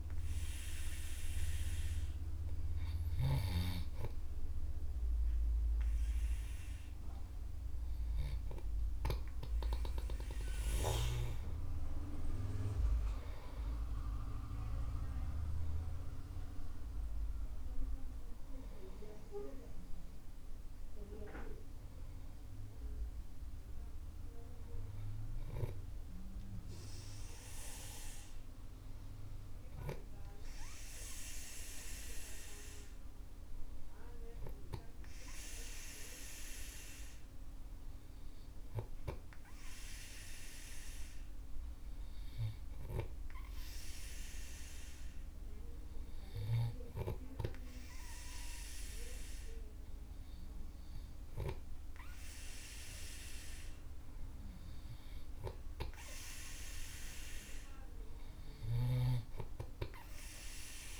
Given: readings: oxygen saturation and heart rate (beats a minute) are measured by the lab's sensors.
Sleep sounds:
breathing in sleep by a room microphone; none
11.50-16.50 s: arousal
59.00-61.00 s: snoring (device-marked)
From the record:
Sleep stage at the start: N2 (light sleep); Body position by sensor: on the back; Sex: male

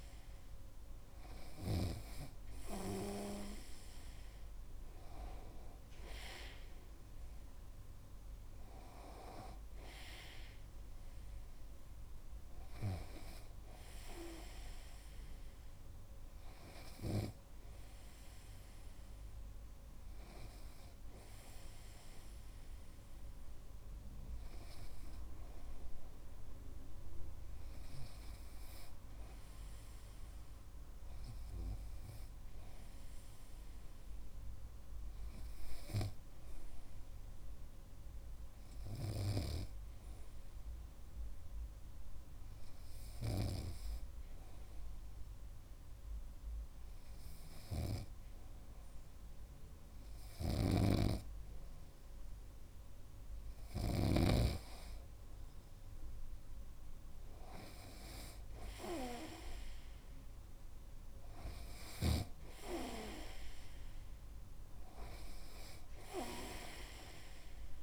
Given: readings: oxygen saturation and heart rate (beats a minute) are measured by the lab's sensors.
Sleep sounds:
breathing in sleep by a room microphone; 1
0.00-2.50 s: snoring (device-marked)
38.00-51.50 s: hypopnea (oxygen 98% before, 96% lowest)
39.50-48.50 s: snoring (device-marked)
50.50-54.50 s: snoring (device-marked)
53.50-57.00 s: arousal
From the record:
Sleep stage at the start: N2 (light sleep); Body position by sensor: on the right side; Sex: male

